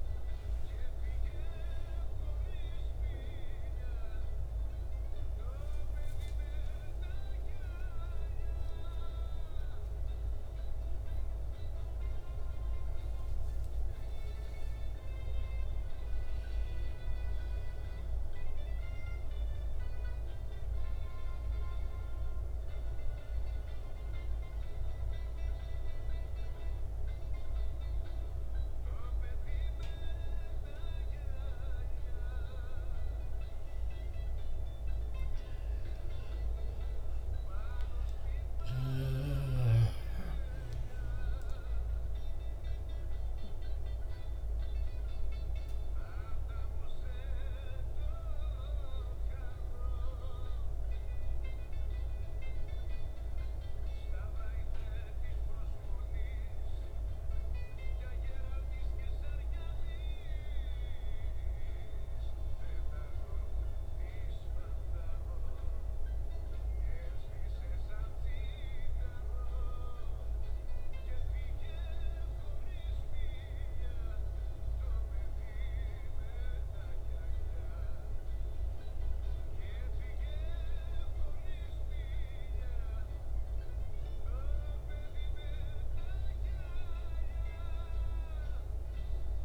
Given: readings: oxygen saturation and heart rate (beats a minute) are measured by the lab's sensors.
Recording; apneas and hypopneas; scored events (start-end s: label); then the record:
a person partly awake in a sleep study, hard to hear, by a room microphone; none
11.50-20.50 s: oxygen desaturation (device-marked, oxygen 99% before, 95% lowest, heart rate 68 before, 64 extreme)
43.50-73.50 s: new sleep stage, N1 (lightest sleep)
73.50-89.45 s: new sleep stage, N2 (light sleep)
From the record:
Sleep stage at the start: awake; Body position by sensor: on the back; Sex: male